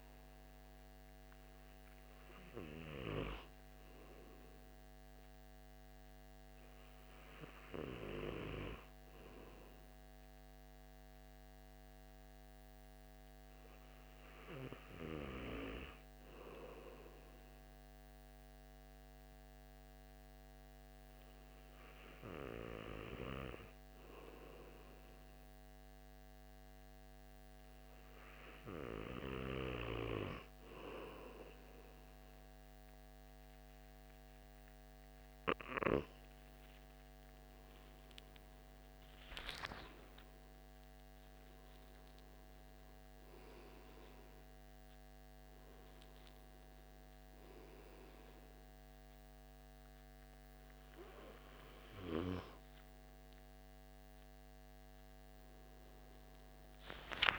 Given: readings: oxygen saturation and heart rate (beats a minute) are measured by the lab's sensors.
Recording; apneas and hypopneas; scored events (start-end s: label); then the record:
breathing in sleep by a microphone on the trachea; 1
6.00-36.50 s: hypopnea (oxygen 97% before, 93% lowest, heart rate 78 before, 66 extreme, up 14 after)
45.50-57.38 s: new sleep stage, awake
From the record:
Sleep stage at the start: N2 (light sleep); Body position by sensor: on the back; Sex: male